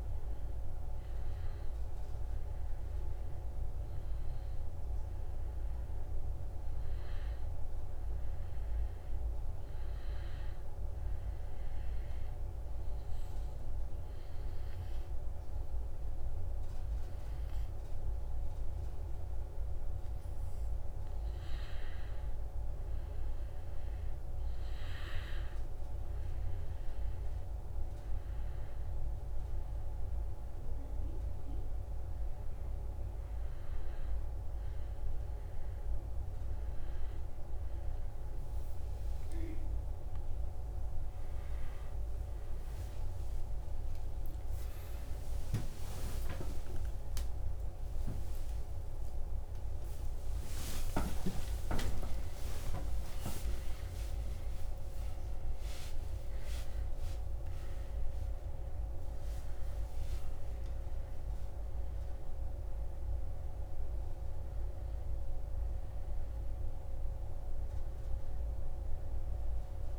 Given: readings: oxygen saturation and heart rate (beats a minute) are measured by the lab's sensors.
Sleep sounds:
a person awake in a sleep study, hard to hear, by a room microphone; 1
11.50-21.50 s: obstructive apnea (oxygen 95% before, 92% lowest, heart rate 73 before, 67 extreme, up 5 after)
22.00-69.99 s: new sleep stage, awake
53.00-63.00 s: oxygen desaturation (device-marked, oxygen 95% before, 92% lowest)
From the record:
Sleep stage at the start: N2 (light sleep); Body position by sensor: on the back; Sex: male

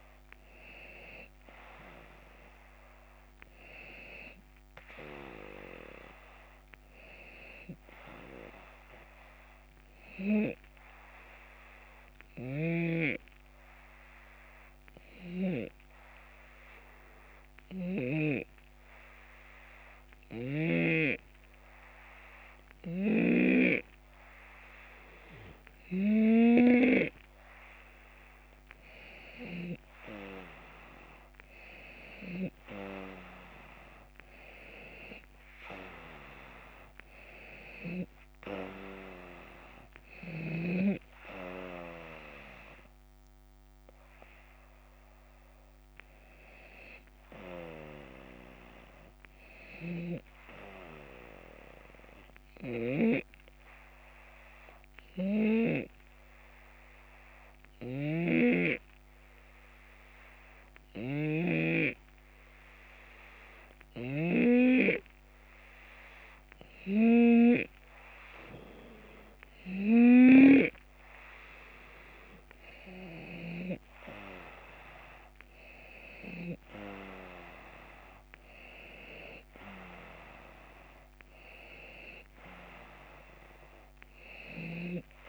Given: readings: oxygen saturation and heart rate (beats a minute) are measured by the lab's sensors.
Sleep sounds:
breathing in sleep by a microphone on the trachea; 2
0.00-2.50 s: drop in pulse transit time (device-marked, heart rate 78 extreme)
11.00-25.00 s: hypopnea (oxygen 93% before, 91% lowest, heart rate 78 before, 72 extreme, up 5 after)
12.00-15.50 s: snoring (device-marked)
22.50-26.00 s: snoring (device-marked)
27.50-31.00 s: arousal
49.50-55.50 s: snoring (device-marked)
50.50-66.50 s: hypopnea (oxygen 94% before, 91% lowest, heart rate 77 before, 73 extreme, up 5 after)
57.50-61.50 s: snoring (device-marked)
70.00-73.50 s: snoring (device-marked)
73.50-78.50 s: arousal
From the record:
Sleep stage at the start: N2 (light sleep); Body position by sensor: on the left side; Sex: male

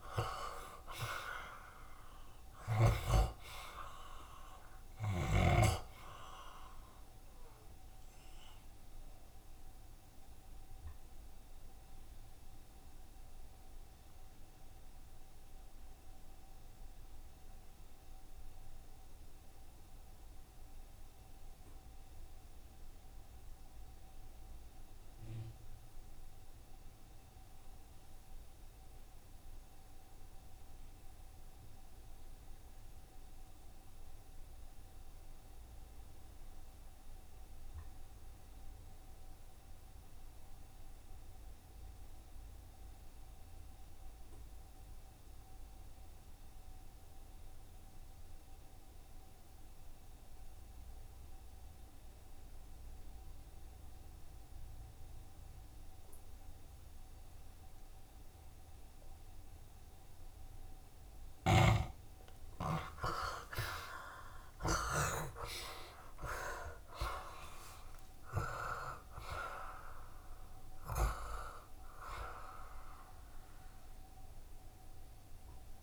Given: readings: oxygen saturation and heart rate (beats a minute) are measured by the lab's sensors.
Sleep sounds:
breathing in sleep by a room microphone; 1
0.00-1.00 s: arousal
0.00-25.00 s: oxygen desaturation (device-marked, oxygen 65% lowest, heart rate 66 extreme)
9.00-60.50 s: obstructive apnea (oxygen 79% before, 65% lowest, heart rate 82 before, 66 extreme, up 37 after)
13.50-15.50 s: long interval between heartbeats (device-marked, heart rate 83 before, 80 extreme)
27.00-70.00 s: oxygen desaturation (device-marked, oxygen 90% before, 68% lowest, heart rate 75 before, 70 extreme)
58.00-60.00 s: long interval between heartbeats (device-marked, heart rate 73 before, 91 extreme)
59.00-61.00 s: tachycardia (device-marked, heart rate 77 before, 92 extreme)
61.50-65.50 s: snoring (device-marked)
62.00-65.00 s: arousal
62.50-64.50 s: long interval between heartbeats (device-marked, heart rate 77 before, 106 extreme)
69.50-71.50 s: long interval between heartbeats (device-marked, heart rate 86 before, 84 extreme)
72.00-75.83 s: oxygen desaturation (device-marked, oxygen 69% before, 65% lowest, heart rate 88 before, 70 extreme)
From the record:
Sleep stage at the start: N2 (light sleep); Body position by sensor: on the back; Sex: male

